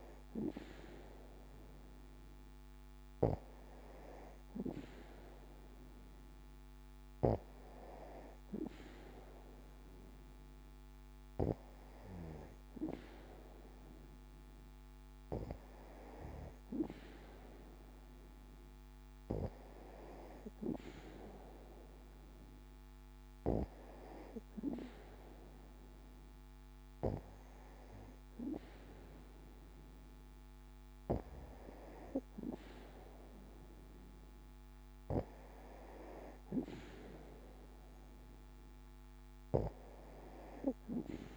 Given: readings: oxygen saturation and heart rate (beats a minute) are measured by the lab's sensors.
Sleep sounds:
breathing in sleep by a microphone on the trachea; none
none scored
From the record:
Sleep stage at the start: N2 (light sleep); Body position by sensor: on the back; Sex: female

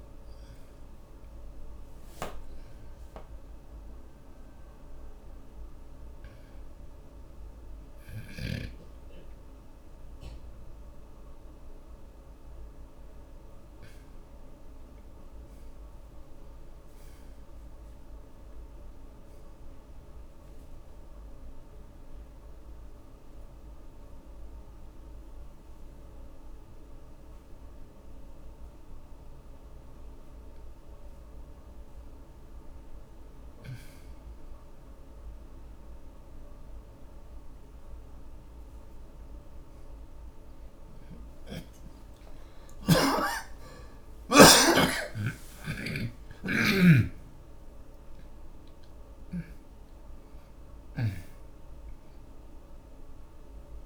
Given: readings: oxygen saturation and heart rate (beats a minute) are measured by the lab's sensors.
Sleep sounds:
breathing in sleep by a room microphone; 1
0.00-2.00 s: oxygen desaturation (device-marked, oxygen 82% lowest)
2.00-53.86 s: new sleep stage, N2 (light sleep)
7.50-11.50 s: arousal
22.50-37.50 s: mixed apnea (oxygen 98% before, 79% lowest)
24.00-38.00 s: oxygen desaturation (device-marked, oxygen 98% before, 92% lowest)
43.00-49.00 s: arousal
44.00-49.00 s: oxygen desaturation (device-marked, oxygen 94% before, 91% lowest)
From the record:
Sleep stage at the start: N1 (lightest sleep); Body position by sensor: on the back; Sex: male

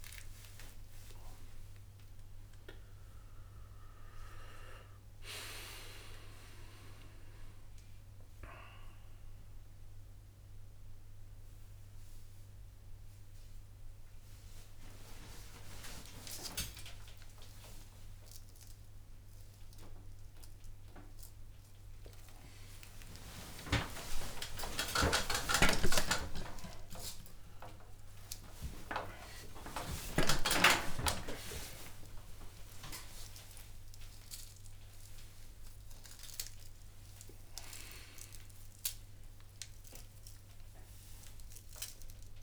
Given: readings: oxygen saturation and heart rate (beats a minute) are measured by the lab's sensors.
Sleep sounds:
a person awake in a sleep study, by a room microphone; none
0.00-10.50 s: oxygen desaturation (device-marked, oxygen 91% lowest, heart rate 158 extreme)
From the record:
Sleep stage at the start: awake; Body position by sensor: on the back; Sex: male

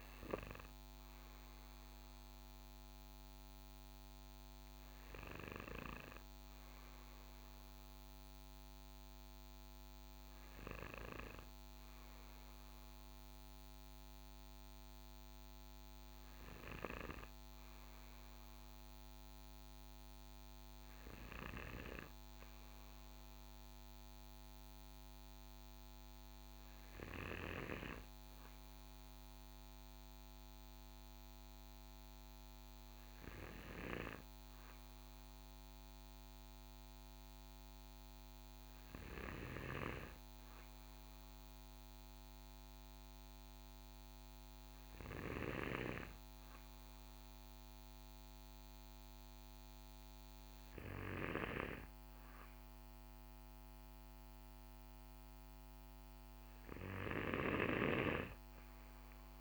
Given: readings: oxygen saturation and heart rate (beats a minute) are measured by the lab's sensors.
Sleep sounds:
breathing in sleep by a microphone on the trachea; none
none scored
From the record:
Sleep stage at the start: N2 (light sleep); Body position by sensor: on the back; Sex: male

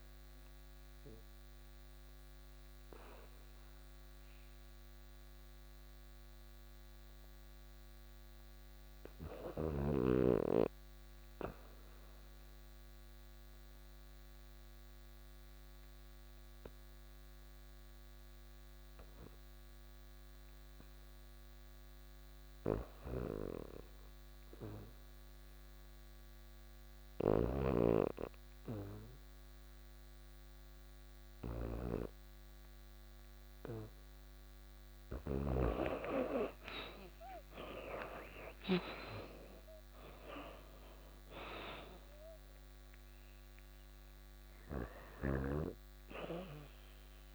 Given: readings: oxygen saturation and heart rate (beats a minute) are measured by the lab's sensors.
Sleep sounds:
breathing in sleep by a microphone on the trachea; 1
0.00-10.00 s: oxygen desaturation (device-marked, oxygen 77% lowest, heart rate 82 extreme)
2.00-32.50 s: hypopnea (oxygen 98% before, 76% lowest, heart rate 91 before, 82 extreme, up 21 after)
12.00-47.35 s: oxygen desaturation (device-marked, oxygen 98% before, 76% lowest, heart rate 92 before, 82 extreme)
22.00-34.50 s: snoring (device-marked)
35.00-40.00 s: arousal
From the record:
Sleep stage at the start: REM sleep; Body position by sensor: on the back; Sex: female

